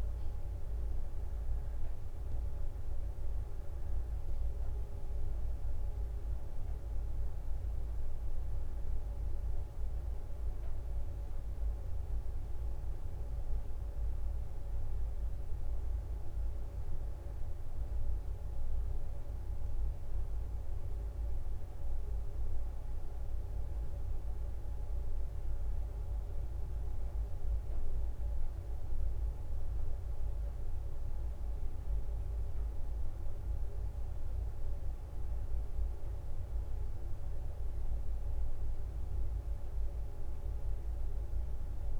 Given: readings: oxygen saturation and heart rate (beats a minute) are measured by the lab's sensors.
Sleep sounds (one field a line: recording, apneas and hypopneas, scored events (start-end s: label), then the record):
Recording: a person awake in a sleep study, hard to hear, by a room microphone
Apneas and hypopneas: none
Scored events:
26.00-33.50 s: leg movement (device-marked)
38.00-42.00 s: leg movement (device-marked)
From the record:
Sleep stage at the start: awake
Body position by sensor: on the back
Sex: female